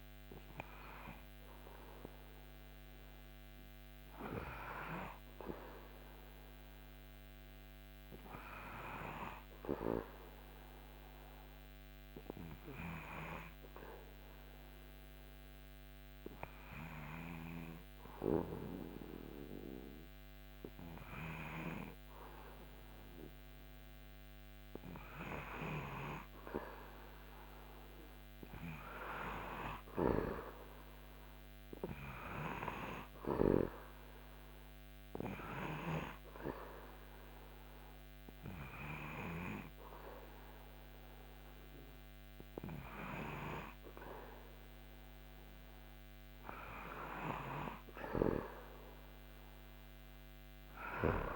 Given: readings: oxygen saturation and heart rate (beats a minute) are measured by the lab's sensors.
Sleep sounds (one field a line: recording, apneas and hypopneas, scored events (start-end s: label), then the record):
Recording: breathing in sleep by a microphone on the trachea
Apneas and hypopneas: 1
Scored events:
10.50-22.50 s: hypopnea (oxygen 98% before, 93% lowest, heart rate 79 before, 76 extreme, up 1 after)
17.00-51.36 s: new sleep stage, REM sleep
26.00-30.50 s: arousal
28.00-48.00 s: oxygen desaturation (device-marked, oxygen 96% before, 93% lowest, heart rate 79 before, 75 extreme)
From the record:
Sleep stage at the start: N2 (light sleep)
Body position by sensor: on the back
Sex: male